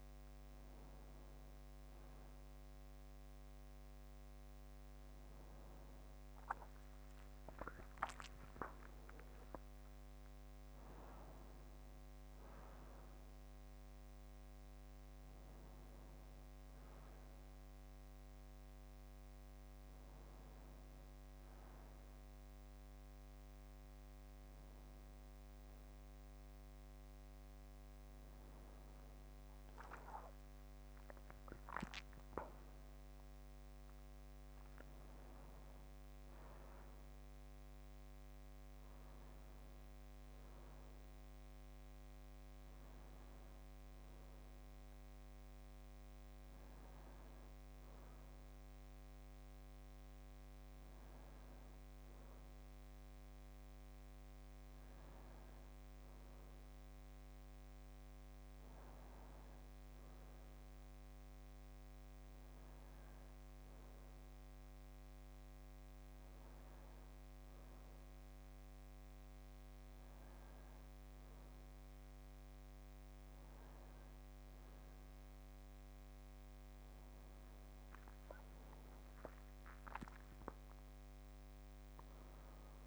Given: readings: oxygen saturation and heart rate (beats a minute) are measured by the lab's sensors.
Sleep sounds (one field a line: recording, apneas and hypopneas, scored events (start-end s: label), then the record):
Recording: breathing in sleep, hard to hear, by a microphone on the trachea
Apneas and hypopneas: none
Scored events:
none scored
From the record:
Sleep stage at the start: N2 (light sleep)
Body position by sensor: on the back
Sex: male